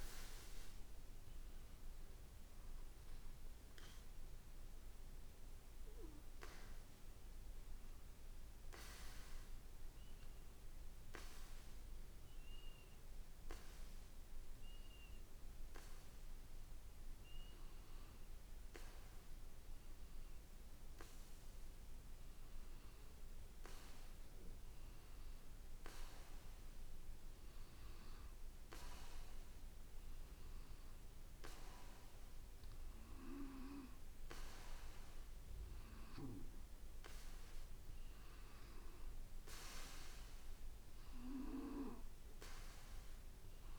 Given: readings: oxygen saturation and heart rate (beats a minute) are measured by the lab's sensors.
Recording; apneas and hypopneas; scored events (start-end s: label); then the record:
breathing in sleep by a room microphone; 1
4.50-8.50 s: arousal
11.00-30.00 s: hypopnea (oxygen 95% before, 92% lowest, heart rate 57 before, 56 extreme, up 2 after)
22.50-39.50 s: oxygen desaturation (device-marked, oxygen 95% before, 92% lowest, heart rate 57 before, 55 extreme)
31.50-35.50 s: arousal
From the record:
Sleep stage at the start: N2 (light sleep); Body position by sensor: on the back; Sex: male